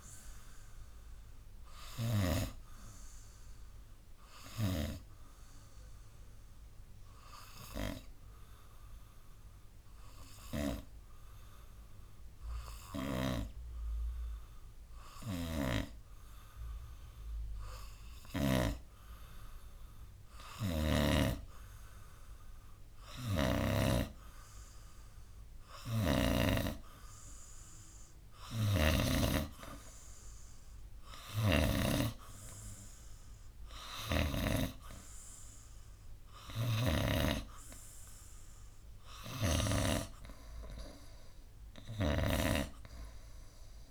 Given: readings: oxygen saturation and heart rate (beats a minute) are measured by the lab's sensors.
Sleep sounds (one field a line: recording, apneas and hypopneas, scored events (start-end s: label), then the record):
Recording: breathing in sleep by a room microphone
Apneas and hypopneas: 1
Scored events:
1.50-25.00 s: obstructive apnea (oxygen 97% before, 93% lowest, heart rate 68 before, 60 extreme, up 6 after)
15.50-19.00 s: snoring (device-marked)
27.50-30.50 s: arousal
28.50-40.00 s: snoring (device-marked)
36.00-43.91 s: oxygen desaturation (device-marked, oxygen 97% before, 93% lowest, heart rate 64 before, 63 extreme)
42.00-43.91 s: snoring (device-marked)
From the record:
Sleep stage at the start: N2 (light sleep)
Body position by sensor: on the right side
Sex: male